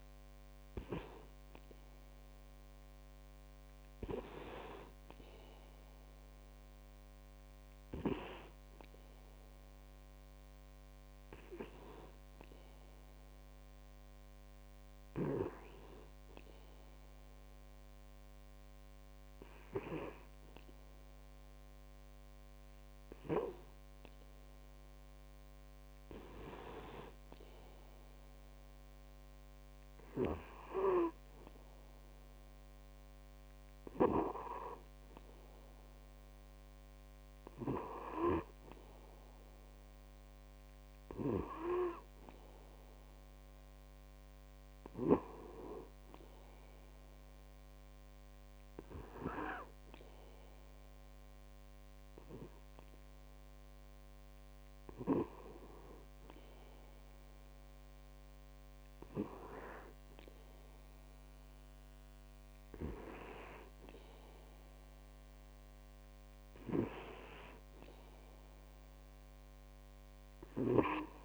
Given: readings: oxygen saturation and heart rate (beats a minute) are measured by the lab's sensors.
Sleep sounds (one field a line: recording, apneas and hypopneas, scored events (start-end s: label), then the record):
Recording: breathing in sleep by a microphone on the trachea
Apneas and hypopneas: none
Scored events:
none scored
From the record:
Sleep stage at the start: N2 (light sleep)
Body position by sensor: on the back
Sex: male